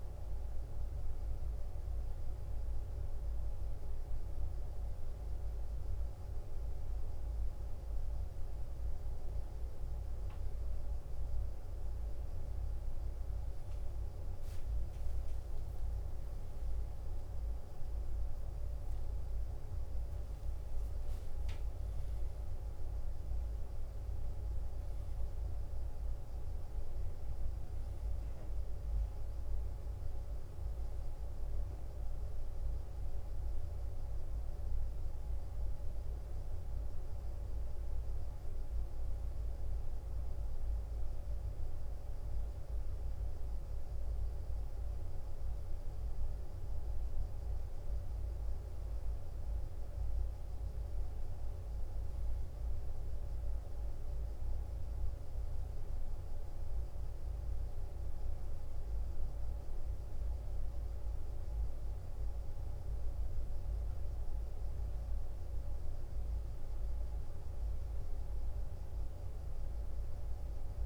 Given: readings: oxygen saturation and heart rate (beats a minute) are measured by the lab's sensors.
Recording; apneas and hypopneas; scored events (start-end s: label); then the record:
breathing in sleep, hard to hear, by a room microphone; none
none scored
From the record:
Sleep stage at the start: N1 (lightest sleep); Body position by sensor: on the back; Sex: male